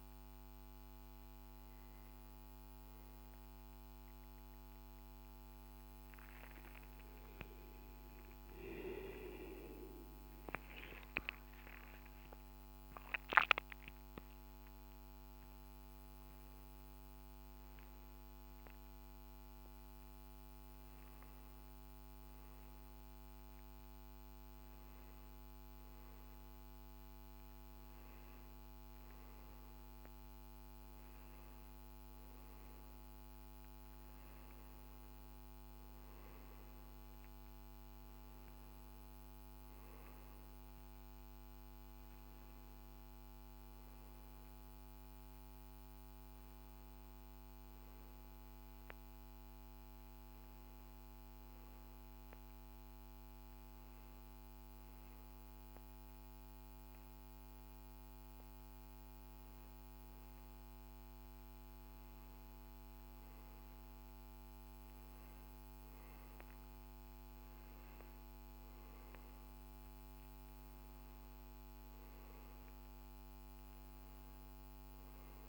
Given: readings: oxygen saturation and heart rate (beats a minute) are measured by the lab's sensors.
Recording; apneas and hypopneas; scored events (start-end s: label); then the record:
breathing in sleep, hard to hear, by a microphone on the trachea; 2
0.00-3.00 s: arousal
5.00-16.00 s: obstructive apnea (oxygen 100% before, 92% lowest, heart rate 79 before, 63 extreme, up 10 after)
11.50-22.50 s: oxygen desaturation (device-marked, oxygen 100% before, 95% lowest, heart rate 70 before, 63 extreme)
19.50-24.00 s: arousal
24.50-46.50 s: oxygen desaturation (device-marked, oxygen 98% before, 94% lowest, heart rate 69 before, 65 extreme)
50.50-62.00 s: hypopnea (oxygen 98% before, 92% lowest, heart rate 67 before, 68 extreme, up 1 after)
63.50-75.49 s: oxygen desaturation (device-marked, oxygen 96% before, 92% lowest, heart rate 68 before, 68 extreme)
64.00-68.00 s: arousal
70.50-75.49 s: new sleep stage, N2 (light sleep)
From the record:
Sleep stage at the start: N1 (lightest sleep); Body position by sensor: on the back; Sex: male